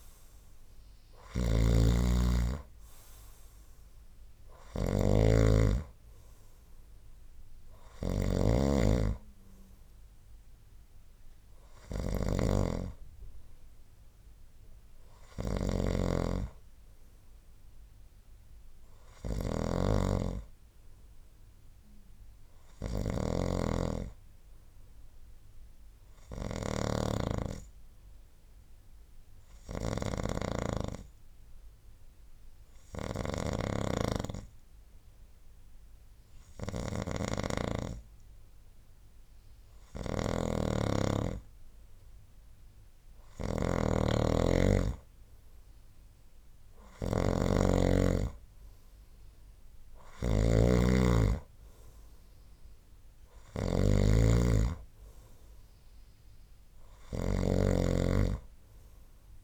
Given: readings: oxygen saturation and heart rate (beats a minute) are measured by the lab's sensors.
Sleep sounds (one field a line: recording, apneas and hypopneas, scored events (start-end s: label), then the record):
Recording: breathing in sleep by a room microphone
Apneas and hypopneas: 1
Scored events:
0.00-1.00 s: arousal
0.00-38.00 s: snoring (device-marked)
26.00-41.00 s: hypopnea (oxygen 97% before, 93% lowest, heart rate 68 before, 66 extreme, up 5 after)
40.00-59.44 s: snoring (device-marked)
45.00-48.00 s: arousal
From the record:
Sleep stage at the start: N2 (light sleep)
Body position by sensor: on the right side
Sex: male